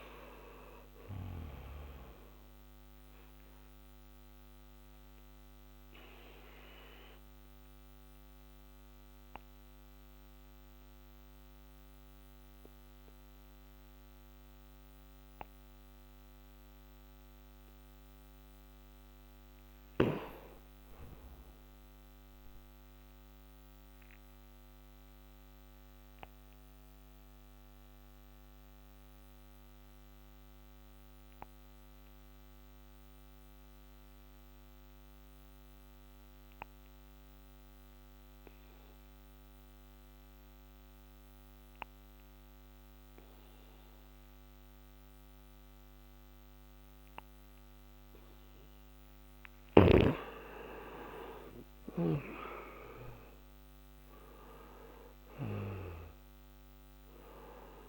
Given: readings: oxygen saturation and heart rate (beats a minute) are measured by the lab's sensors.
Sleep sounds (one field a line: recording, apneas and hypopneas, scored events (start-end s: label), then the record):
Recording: breathing in sleep by a microphone on the trachea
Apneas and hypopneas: 2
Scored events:
0.00-23.50 s: oxygen desaturation (device-marked, oxygen 87% lowest, heart rate 57 extreme)
5.50-18.00 s: obstructive apnea (oxygen 98% before, 87% lowest, heart rate 72 before, 57 extreme, up 7 after)
19.50-22.50 s: arousal
26.00-47.50 s: obstructive apnea (oxygen 98% before, 87% lowest, heart rate 61 before, 58 extreme, up 19 after)
46.50-57.88 s: oxygen desaturation (device-marked, oxygen 97% before, 87% lowest, heart rate 61 before, 56 extreme)
50.00-53.50 s: arousal
From the record:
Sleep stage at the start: N2 (light sleep)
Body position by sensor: on the back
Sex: male